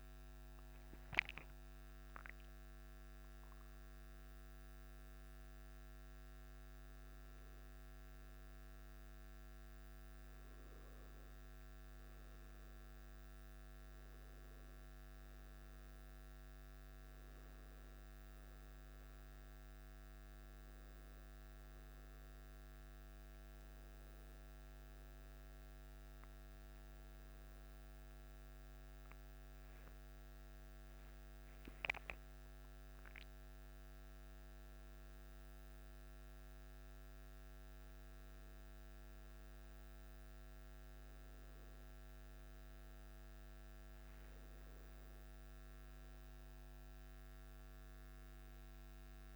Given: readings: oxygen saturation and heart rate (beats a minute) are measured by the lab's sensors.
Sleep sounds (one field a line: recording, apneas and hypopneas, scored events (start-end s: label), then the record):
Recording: breathing in sleep, hard to hear, by a microphone on the trachea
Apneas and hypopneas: none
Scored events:
29.00-33.50 s: arousal
From the record:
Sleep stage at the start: N1 (lightest sleep)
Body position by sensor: on the back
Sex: male